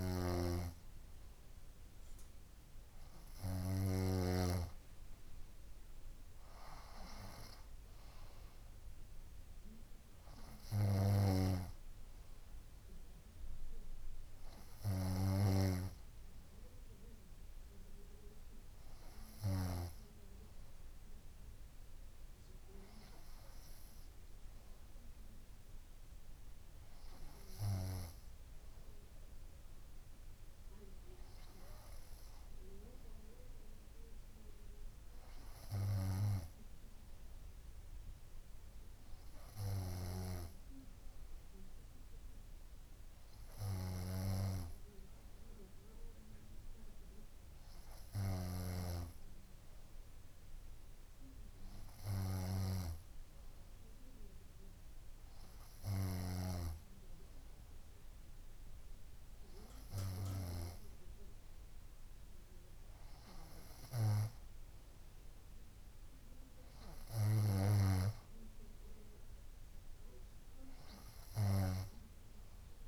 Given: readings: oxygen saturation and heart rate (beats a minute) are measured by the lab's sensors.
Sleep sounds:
breathing in sleep by a room microphone; none
0.00-5.00 s: snoring (device-marked)
10.50-16.50 s: bradycardia (device-marked, heart rate 62 before, 58 extreme)
18.50-20.50 s: bradycardia (device-marked, heart rate 62 before, 59 extreme)
22.50-24.50 s: bradycardia (device-marked, heart rate 62 before, 59 extreme)
69.50-72.88 s: bradycardia (device-marked, heart rate 62 before, 58 extreme)
From the record:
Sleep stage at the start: N2 (light sleep); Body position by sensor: on the front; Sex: female

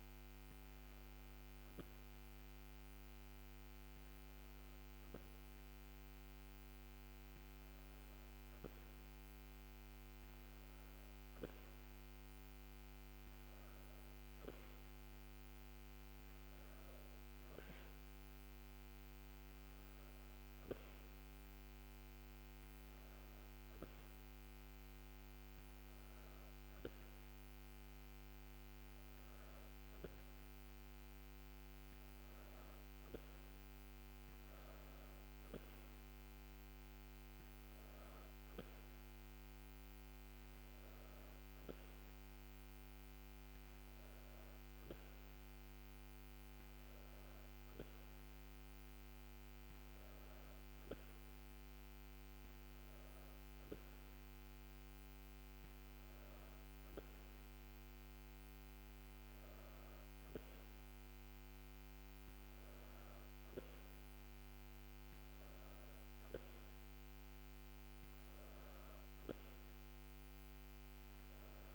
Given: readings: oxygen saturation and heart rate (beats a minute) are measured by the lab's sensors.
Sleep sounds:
breathing in sleep, hard to hear, by a microphone on the trachea; none
none scored
From the record:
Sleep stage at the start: N2 (light sleep); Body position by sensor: on the back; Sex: female

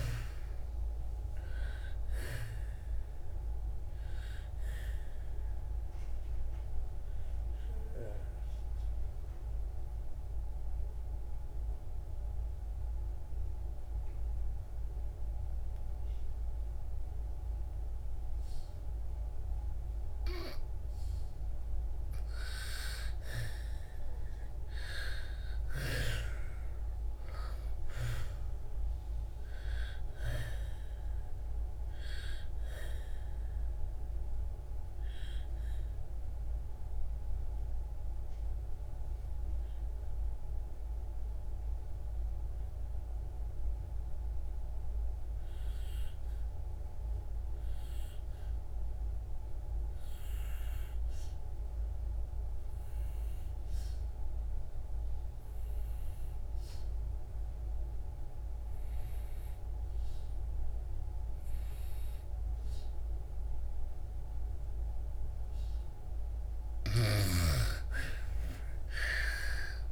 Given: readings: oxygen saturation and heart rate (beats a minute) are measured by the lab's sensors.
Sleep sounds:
breathing in sleep by a room microphone; 2
1.00-4.00 s: arousal
1.00-69.92 s: new sleep stage, N2 (light sleep)
3.00-15.00 s: oxygen desaturation (device-marked, oxygen 95% before, 89% lowest, heart rate 70 before, 66 extreme)
8.00-20.00 s: mixed apnea (oxygen 95% before, 80% lowest, heart rate 72 before, 61 extreme, up 2 after)
22.50-26.50 s: arousal
27.00-46.00 s: oxygen desaturation (device-marked, oxygen 97% before, 85% lowest, heart rate 68 before, 58 extreme)
33.50-65.00 s: obstructive apnea (oxygen 97% before, 78% lowest, heart rate 68 before, 58 extreme, up 8 after)
53.00-69.92 s: oxygen desaturation (device-marked, oxygen 98% before, 78% lowest, heart rate 65 before, 58 extreme)
From the record:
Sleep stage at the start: N1 (lightest sleep); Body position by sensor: on the back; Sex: female

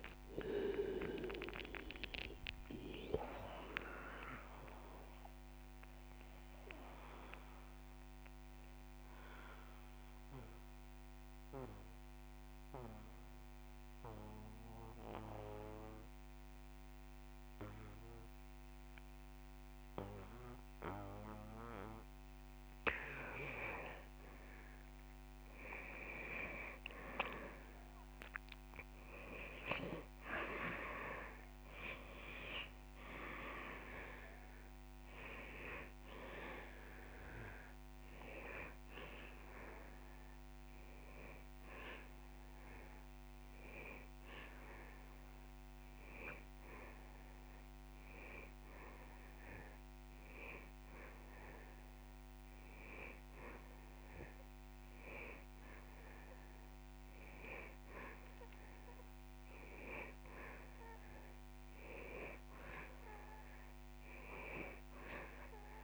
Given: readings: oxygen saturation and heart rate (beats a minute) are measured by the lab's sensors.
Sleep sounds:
breathing in sleep by a microphone on the trachea; 2
0.00-3.00 s: arousal
8.00-22.50 s: central apnea (oxygen 98% before, 92% lowest)
27.00-31.50 s: arousal
33.50-52.50 s: oxygen desaturation (device-marked, oxygen 99% before, 92% lowest)
43.00-61.50 s: hypopnea (oxygen 99% before, 92% lowest)
63.00-65.50 s: arousal
From the record:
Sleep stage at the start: N2 (light sleep); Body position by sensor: on the back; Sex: male

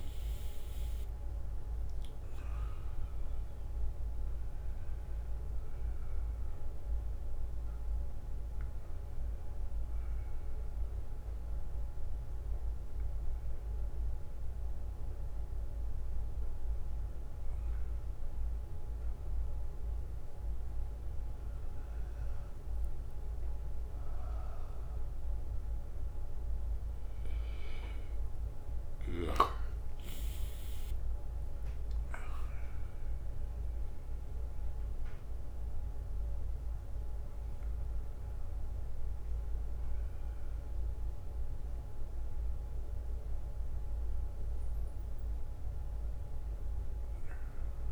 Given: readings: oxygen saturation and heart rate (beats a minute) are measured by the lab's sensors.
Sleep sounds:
a person awake in a sleep study, hard to hear, by a room microphone; none
none scored
From the record:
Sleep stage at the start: awake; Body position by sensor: on the right side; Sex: male

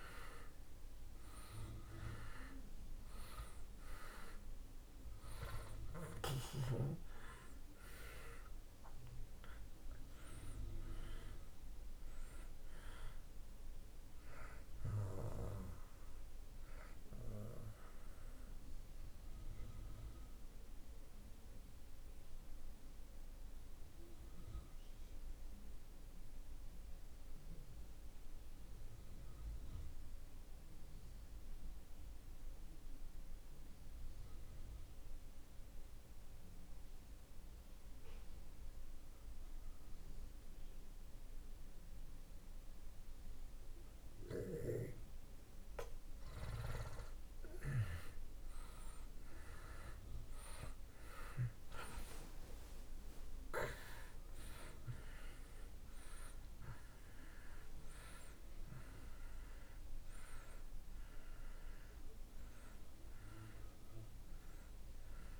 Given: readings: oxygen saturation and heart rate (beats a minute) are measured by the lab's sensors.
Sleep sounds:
breathing in sleep by a room microphone; 1
0.00-4.00 s: arousal
2.50-37.50 s: oxygen desaturation (device-marked, oxygen 97% before, 76% lowest)
19.50-44.50 s: mixed apnea (oxygen 97% before, 76% lowest)
48.00-54.00 s: arousal
48.50-65.40 s: oxygen desaturation (device-marked, oxygen 96% before, 76% lowest)
From the record:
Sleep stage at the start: N2 (light sleep); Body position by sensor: on the back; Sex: male

